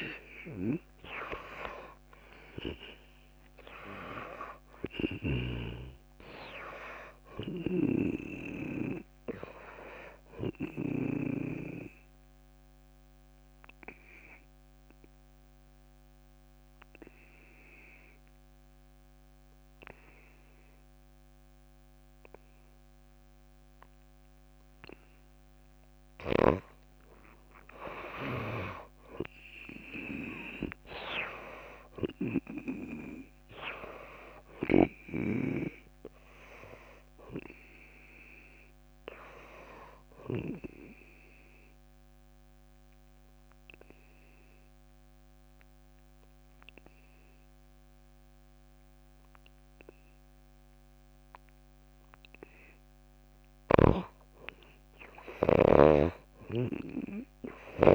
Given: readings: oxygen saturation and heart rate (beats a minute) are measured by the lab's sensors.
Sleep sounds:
breathing in sleep by a microphone on the trachea; 2
0.00-16.50 s: oxygen desaturation (device-marked, oxygen 89% lowest)
8.00-11.50 s: snoring (device-marked)
11.00-26.00 s: obstructive apnea (oxygen 98% before, 85% lowest)
27.00-30.50 s: arousal
30.50-43.50 s: oxygen desaturation (device-marked, oxygen 97% before, 89% lowest)
41.00-53.50 s: obstructive apnea (oxygen 97% before, 83% lowest)
55.50-57.95 s: arousal
56.50-57.95 s: snoring (device-marked)
From the record:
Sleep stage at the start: N2 (light sleep); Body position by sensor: on the back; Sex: female

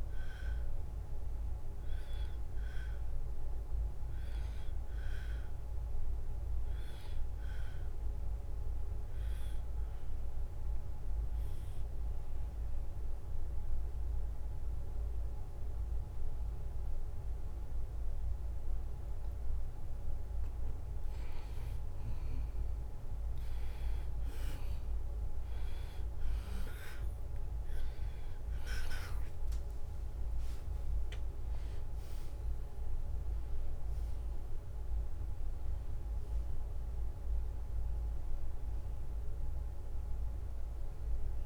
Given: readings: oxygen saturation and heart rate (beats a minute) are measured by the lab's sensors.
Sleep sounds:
breathing in sleep, hard to hear, by a room microphone; 1
7.50-21.00 s: obstructive apnea (oxygen 95% before, 88% lowest, heart rate 75 before, 72 extreme, up 0 after)
24.50-29.50 s: arousal
27.50-41.46 s: oxygen desaturation (device-marked, oxygen 93% before, 88% lowest, heart rate 74 before, 71 extreme)
From the record:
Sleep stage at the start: N2 (light sleep); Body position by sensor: on the back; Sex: male

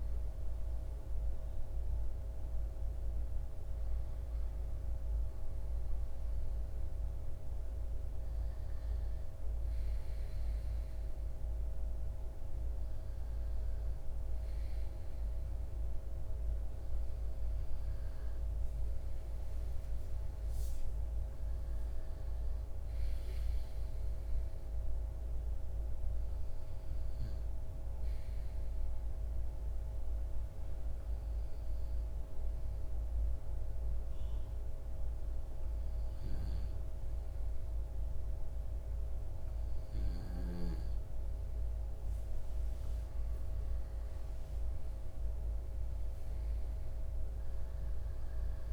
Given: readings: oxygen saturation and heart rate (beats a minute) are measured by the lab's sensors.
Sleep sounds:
breathing in sleep, hard to hear, by a room microphone; 1
0.00-14.50 s: oxygen desaturation (device-marked, oxygen 92% lowest)
20.00-23.50 s: arousal
29.00-43.50 s: hypopnea (oxygen 98% before, 94% lowest)
From the record:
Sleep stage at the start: N2 (light sleep); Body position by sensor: on the left side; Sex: male

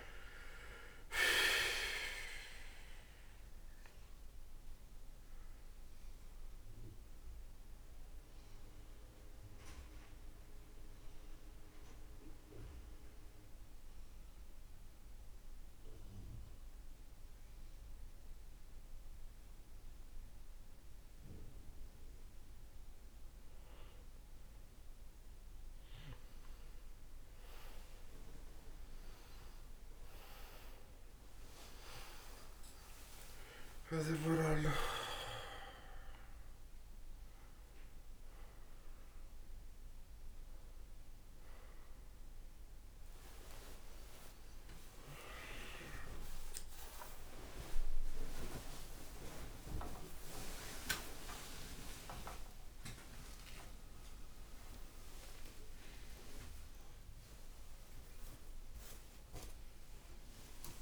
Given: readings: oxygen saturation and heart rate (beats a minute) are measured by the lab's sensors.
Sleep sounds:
breathing in sleep by a room microphone; 1
7.00-22.50 s: obstructive apnea (oxygen 94% before, 92% lowest, heart rate 66 before, 53 extreme, up 12 after)
24.50-27.00 s: arousal
29.50-49.50 s: oxygen desaturation (device-marked, oxygen 97% before, 92% lowest, heart rate 58 before, 65 extreme)
57.50-59.50 s: long interval between heartbeats (device-marked, heart rate 70 before, 92 extreme)
58.50-60.82 s: new sleep stage, awake
From the record:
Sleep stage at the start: N2 (light sleep); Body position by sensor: on the right side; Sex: male

